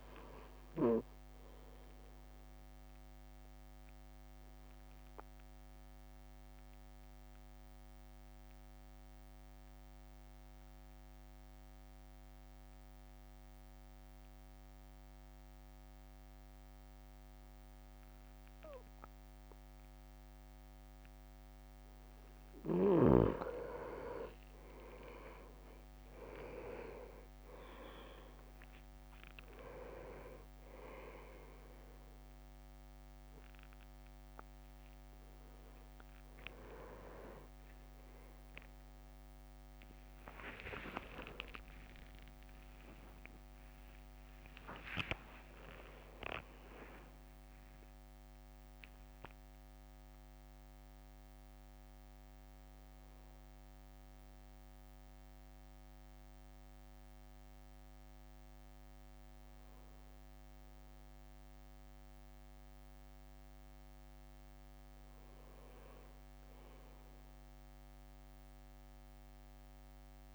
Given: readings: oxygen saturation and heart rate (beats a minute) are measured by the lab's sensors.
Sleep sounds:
breathing in sleep by a microphone on the trachea; 1
0.00-4.00 s: drop in pulse transit time (device-marked, heart rate 52 extreme)
2.00-21.50 s: obstructive apnea (oxygen 99% before, 96% lowest, heart rate 56 before, 51 extreme, up 7 after)
25.00-35.00 s: drop in pulse transit time (device-marked, heart rate 52 before, 52 extreme)
26.50-28.00 s: leg movement (device-marked)
39.00-42.50 s: leg movement (device-marked)
40.00-47.00 s: arousal
44.50-46.50 s: leg movement (device-marked)
47.00-48.50 s: leg movement (device-marked)
48.00-70.35 s: new sleep stage, N1 (lightest sleep)
53.00-56.00 s: drop in pulse transit time (device-marked, heart rate 59 before, 70 extreme)
60.50-62.00 s: leg movement (device-marked)
64.00-66.00 s: leg movement (device-marked)
69.00-70.35 s: tachycardia (device-marked)
From the record:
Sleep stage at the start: N2 (light sleep); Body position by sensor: on the right side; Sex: male

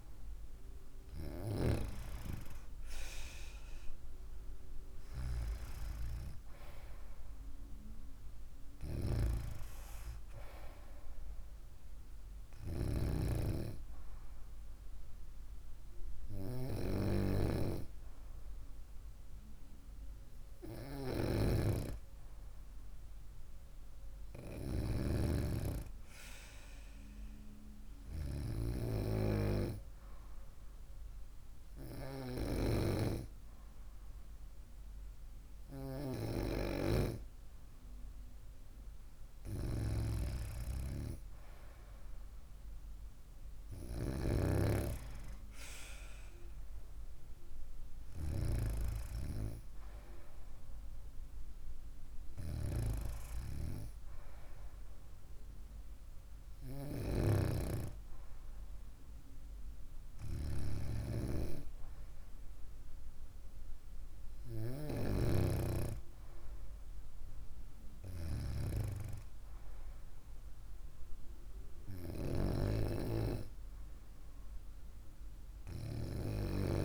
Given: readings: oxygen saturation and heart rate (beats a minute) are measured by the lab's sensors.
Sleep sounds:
breathing in sleep by a room microphone; none
0.00-2.00 s: arousal
From the record:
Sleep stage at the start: N2 (light sleep); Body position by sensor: on the right side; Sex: female

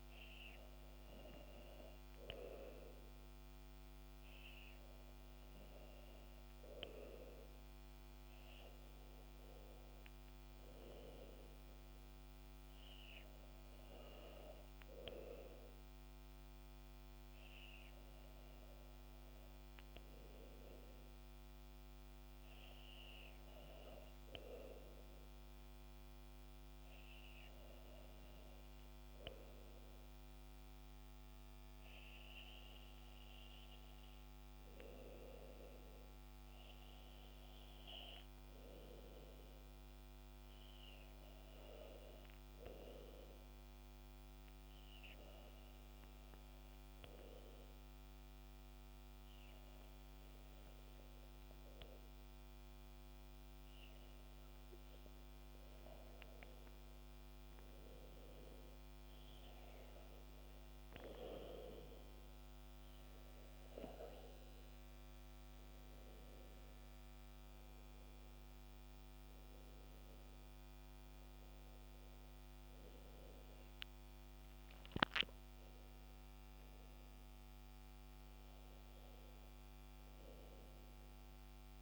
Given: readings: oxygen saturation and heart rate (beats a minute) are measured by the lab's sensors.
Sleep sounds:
breathing in sleep by a microphone on the trachea; 1
42.50-54.00 s: obstructive apnea (oxygen 97% before, 93% lowest, heart rate 68 before, 65 extreme, up 3 after)
56.00-60.00 s: arousal
61.00-75.00 s: oxygen desaturation (device-marked, oxygen 96% before, 93% lowest, heart rate 69 before, 70 extreme)
From the record:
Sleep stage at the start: N2 (light sleep); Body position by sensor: on the back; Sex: male

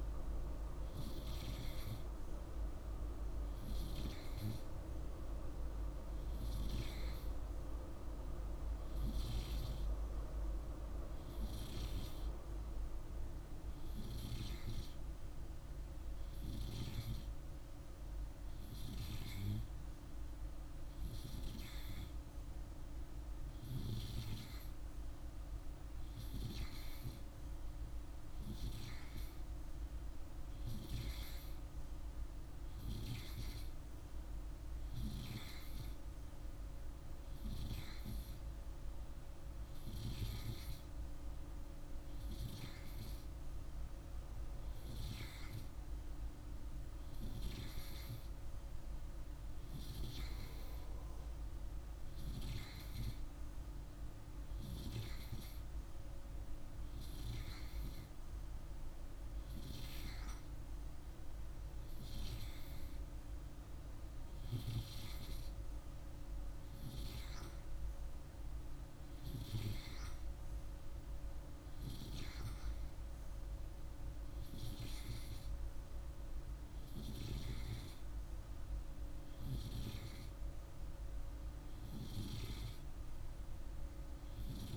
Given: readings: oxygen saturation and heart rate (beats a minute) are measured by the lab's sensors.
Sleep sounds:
breathing in sleep by a room microphone; none
none scored
From the record:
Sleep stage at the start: N2 (light sleep); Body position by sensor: on the right side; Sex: male

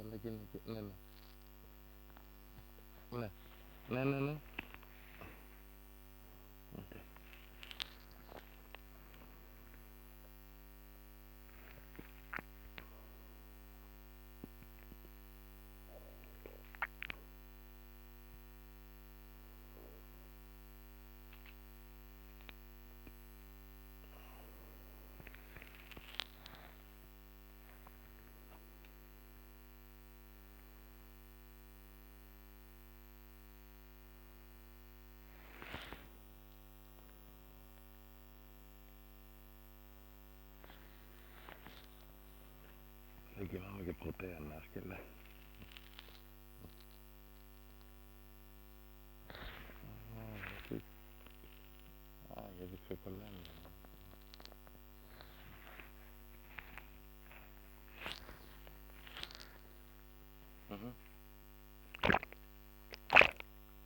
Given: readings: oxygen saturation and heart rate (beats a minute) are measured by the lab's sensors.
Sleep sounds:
a person awake in a sleep study, by a microphone on the trachea; none
0.00-4.50 s: snoring (device-marked)
From the record:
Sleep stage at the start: awake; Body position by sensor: upright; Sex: male

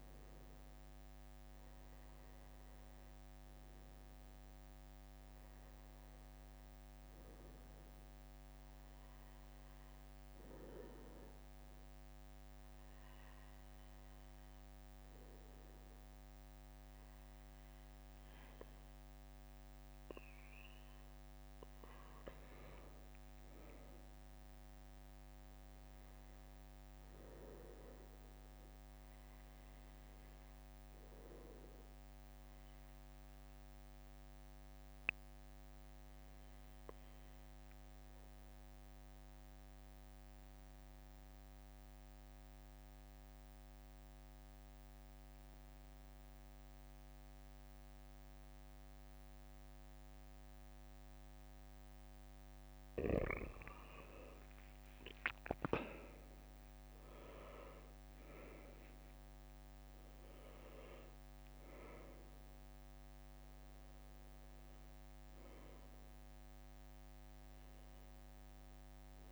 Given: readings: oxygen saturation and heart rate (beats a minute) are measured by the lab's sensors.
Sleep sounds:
breathing in sleep by a microphone on the trachea; 2
0.00-24.00 s: oxygen desaturation (device-marked, oxygen 95% lowest, heart rate 61 extreme)
9.50-21.50 s: hypopnea (oxygen 98% before, 94% lowest, heart rate 60 before, 61 extreme, up 1 after)
25.00-29.50 s: arousal
39.00-52.50 s: obstructive apnea (oxygen 96% before, 93% lowest, heart rate 61 before, 61 extreme, up 4 after)
54.50-58.00 s: arousal
From the record:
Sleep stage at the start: N2 (light sleep); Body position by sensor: on the back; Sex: male

